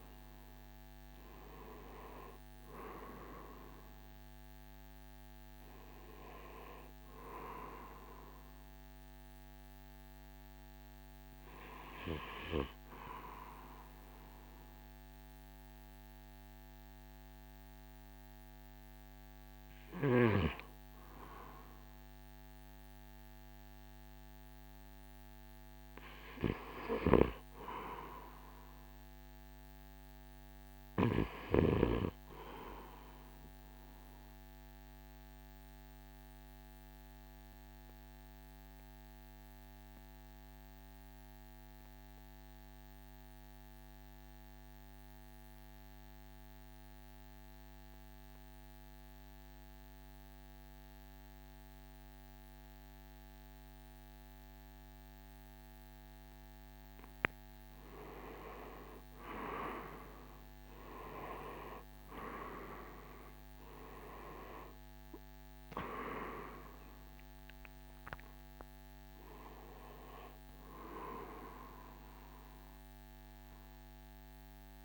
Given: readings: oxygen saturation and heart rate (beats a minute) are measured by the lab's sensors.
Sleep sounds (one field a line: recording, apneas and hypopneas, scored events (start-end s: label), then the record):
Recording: breathing in sleep by a microphone on the trachea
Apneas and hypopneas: 1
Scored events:
0.00-10.50 s: drop in pulse transit time (device-marked, heart rate 57 extreme)
0.00-25.50 s: oxygen desaturation (device-marked, oxygen 88% lowest, heart rate 55 extreme)
28.50-32.00 s: arousal
32.50-56.50 s: obstructive apnea (oxygen 99% before, 86% lowest, heart rate 59 before, 52 extreme, up 17 after)
56.50-74.85 s: oxygen desaturation (device-marked, oxygen 96% before, 86% lowest, heart rate 55 before, 56 extreme)
58.00-62.00 s: arousal
61.50-74.50 s: drop in pulse transit time (device-marked, heart rate 55 before, 64 extreme)
From the record:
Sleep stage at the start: REM sleep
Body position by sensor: on the right side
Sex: male